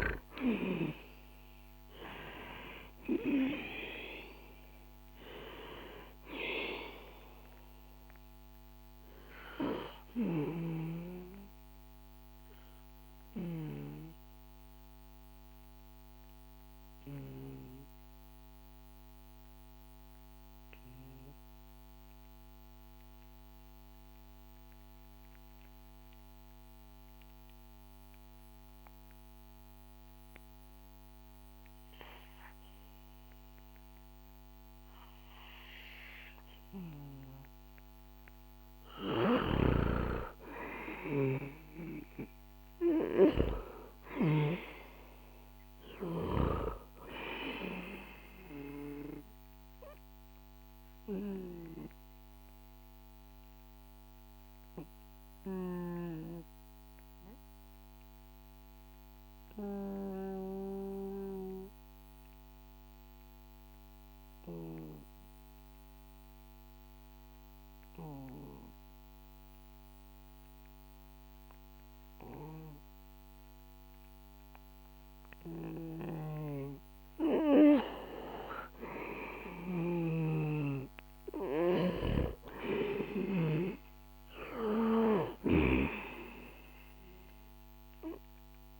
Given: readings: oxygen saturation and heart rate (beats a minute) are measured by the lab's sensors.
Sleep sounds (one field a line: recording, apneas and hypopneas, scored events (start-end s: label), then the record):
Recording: breathing in sleep by a microphone on the trachea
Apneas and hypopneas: 2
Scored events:
0.00-2.00 s: arousal
5.00-25.00 s: oxygen desaturation (device-marked, oxygen 95% before, 92% lowest, heart rate 64 before, 59 extreme)
10.50-37.50 s: mixed apnea (oxygen 97% before, 90% lowest, heart rate 65 before, 59 extreme, up 3 after)
38.50-46.00 s: snoring (device-marked)
39.50-42.50 s: arousal
41.00-65.00 s: oxygen desaturation (device-marked, oxygen 97% before, 90% lowest, heart rate 64 before, 59 extreme)
47.50-75.00 s: obstructive apnea (oxygen 98% before, 90% lowest, heart rate 64 before, 58 extreme)
79.00-83.00 s: snoring (device-marked)
79.00-83.50 s: arousal
From the record:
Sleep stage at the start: N2 (light sleep)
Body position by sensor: on the back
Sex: male